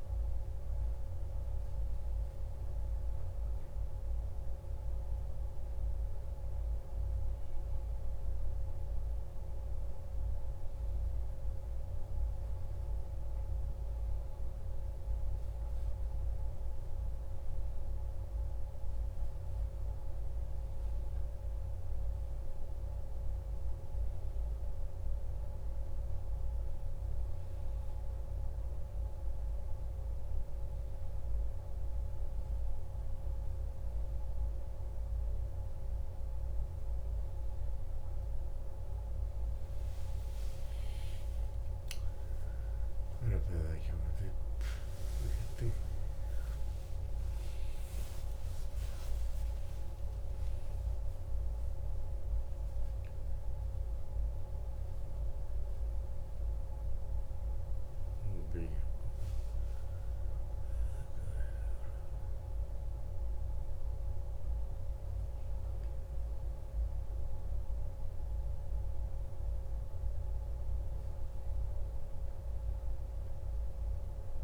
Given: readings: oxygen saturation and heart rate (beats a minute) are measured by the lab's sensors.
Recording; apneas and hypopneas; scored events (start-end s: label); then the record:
a person partly awake in a sleep study, hard to hear, by a room microphone; none
33.00-63.00 s: new sleep stage, awake
63.00-74.44 s: new sleep stage, N1 (lightest sleep)
From the record:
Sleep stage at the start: N1 (lightest sleep); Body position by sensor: on the back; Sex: male